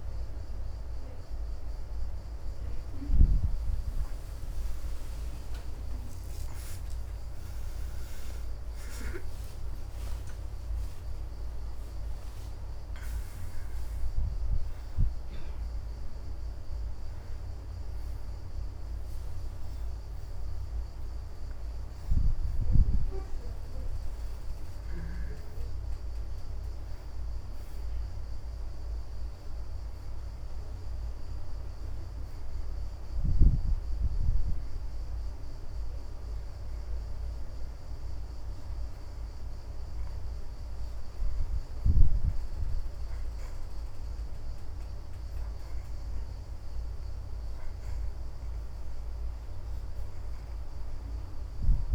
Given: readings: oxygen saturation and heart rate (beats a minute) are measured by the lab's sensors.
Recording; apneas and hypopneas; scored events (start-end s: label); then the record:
a person awake in a sleep study, hard to hear, by a room microphone; none
1.00-31.00 s: new sleep stage, awake
31.00-51.95 s: new sleep stage, N1 (lightest sleep)
49.00-51.95 s: oxygen desaturation (device-marked, oxygen 86% before, 68% lowest)
From the record:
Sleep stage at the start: N2 (light sleep); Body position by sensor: on the back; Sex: female